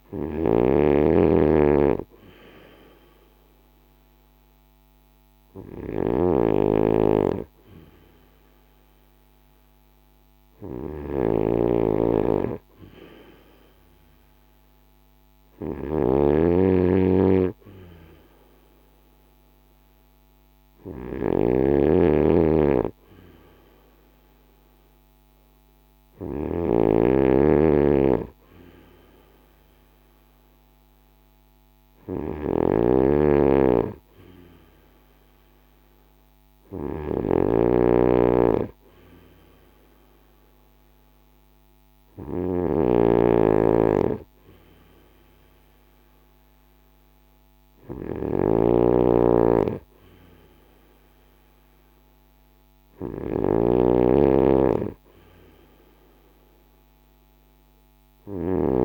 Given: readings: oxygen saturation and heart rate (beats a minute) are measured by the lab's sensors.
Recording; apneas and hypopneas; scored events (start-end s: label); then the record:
breathing in sleep by a microphone on the trachea; none
0.00-58.84 s: snoring (device-marked)
From the record:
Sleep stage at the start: N2 (light sleep); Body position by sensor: on the right side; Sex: male